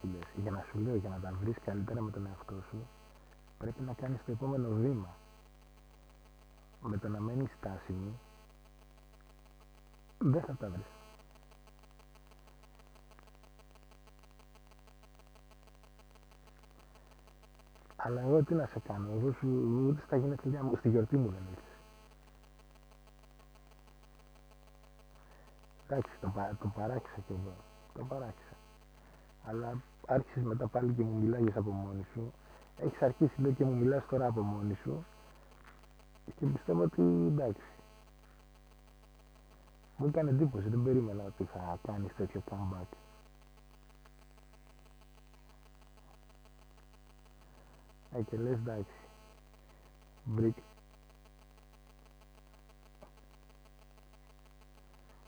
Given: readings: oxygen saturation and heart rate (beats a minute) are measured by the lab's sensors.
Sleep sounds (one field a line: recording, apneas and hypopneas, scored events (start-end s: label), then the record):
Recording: a person awake in a sleep study, by a microphone on the trachea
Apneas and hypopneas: none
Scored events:
0.00-4.00 s: snoring (device-marked)
30.00-40.00 s: snoring (device-marked)
From the record:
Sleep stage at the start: awake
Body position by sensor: on the back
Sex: male